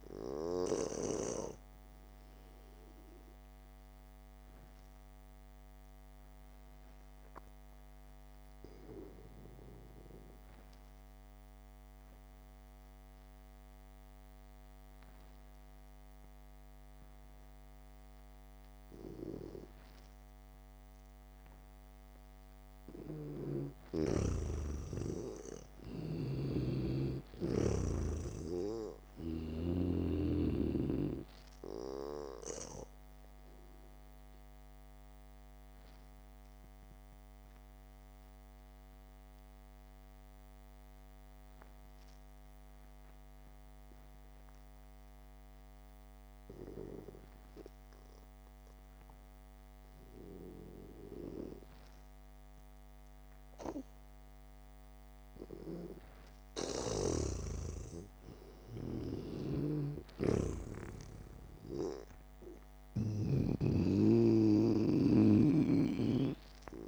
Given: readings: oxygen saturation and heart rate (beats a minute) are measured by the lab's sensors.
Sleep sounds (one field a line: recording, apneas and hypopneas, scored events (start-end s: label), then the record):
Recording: breathing in sleep by a microphone on the trachea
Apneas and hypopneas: 2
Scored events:
0.00-1.50 s: snoring (device-marked)
0.00-4.50 s: oxygen desaturation (device-marked, oxygen 93% lowest, heart rate 55 extreme)
6.00-23.50 s: hypopnea (oxygen 97% before, 90% lowest, heart rate 62 before, 54 extreme)
11.50-19.50 s: oxygen desaturation (device-marked, oxygen 94% before, 91% lowest, heart rate 63 before, 54 extreme)
25.00-28.00 s: arousal
27.00-30.50 s: snoring (device-marked)
27.50-54.50 s: oxygen desaturation (device-marked, oxygen 98% before, 90% lowest, heart rate 65 before, 54 extreme)
34.50-48.50 s: obstructive apnea (oxygen 98% before, 89% lowest, heart rate 60 before, 54 extreme, up 10 after)
54.00-57.50 s: arousal
57.50-61.50 s: snoring (device-marked)
From the record:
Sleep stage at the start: N2 (light sleep)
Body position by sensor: on the back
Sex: male